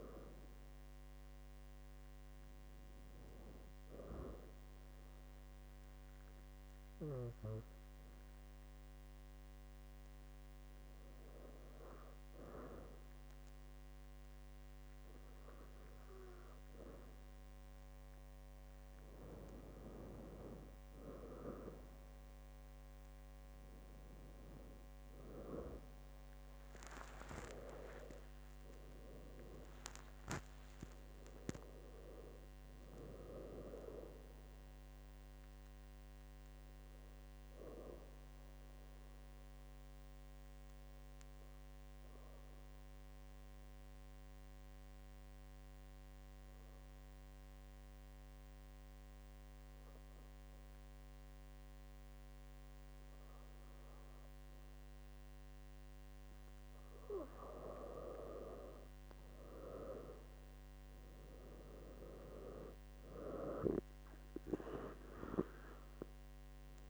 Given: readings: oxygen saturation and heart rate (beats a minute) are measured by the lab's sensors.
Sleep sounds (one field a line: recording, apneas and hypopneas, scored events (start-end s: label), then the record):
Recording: breathing in sleep by a microphone on the trachea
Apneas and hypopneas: 2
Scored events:
5.00-20.00 s: hypopnea (oxygen 99% before, 95% lowest, heart rate 68 before, 67 extreme, up 11 after)
25.50-31.00 s: arousal
38.50-56.00 s: obstructive apnea (oxygen 98% before, 94% lowest, heart rate 78 before, 67 extreme, up 4 after)
59.50-64.00 s: arousal
From the record:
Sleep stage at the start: N2 (light sleep)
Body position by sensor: on the back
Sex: female